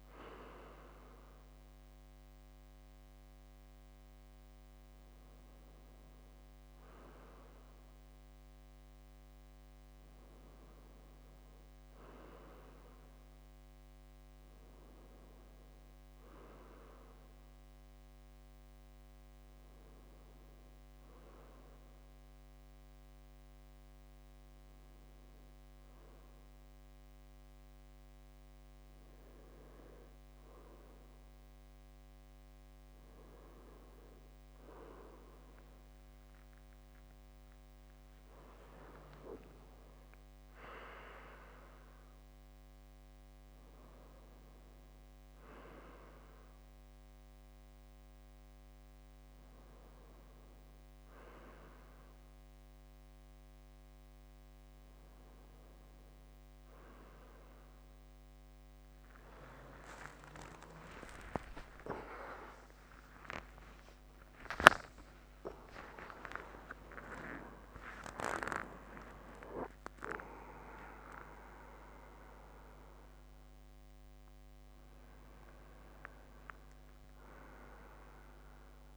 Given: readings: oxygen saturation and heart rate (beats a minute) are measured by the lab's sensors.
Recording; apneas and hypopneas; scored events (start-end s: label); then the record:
breathing in sleep by a microphone on the trachea; none
63.00-78.97 s: new sleep stage, awake
From the record:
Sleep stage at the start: N2 (light sleep); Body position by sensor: upright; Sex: male